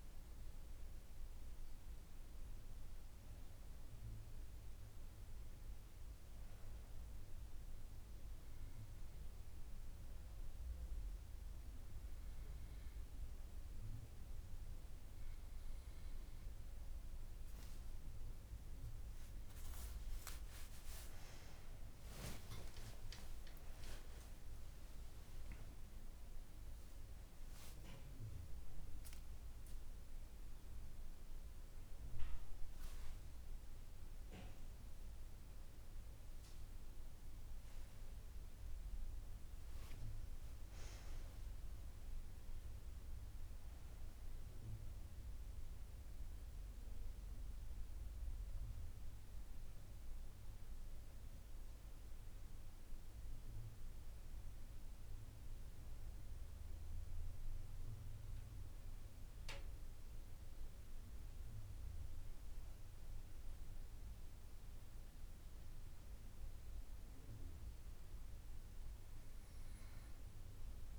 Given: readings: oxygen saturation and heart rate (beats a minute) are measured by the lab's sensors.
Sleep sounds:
a person partly awake in a sleep study, hard to hear, by a room microphone; none
35.50-70.99 s: new sleep stage, awake
From the record:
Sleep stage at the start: N2 (light sleep); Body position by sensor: on the right side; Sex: female

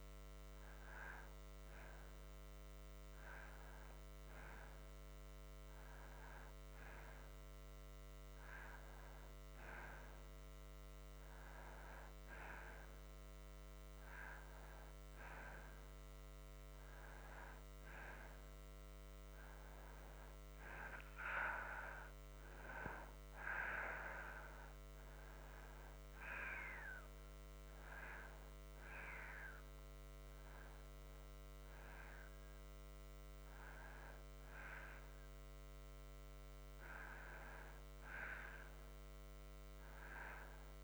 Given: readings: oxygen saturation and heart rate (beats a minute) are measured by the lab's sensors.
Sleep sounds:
breathing in sleep by a microphone on the trachea; none
none scored
From the record:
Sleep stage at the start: N2 (light sleep); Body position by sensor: on the back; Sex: male

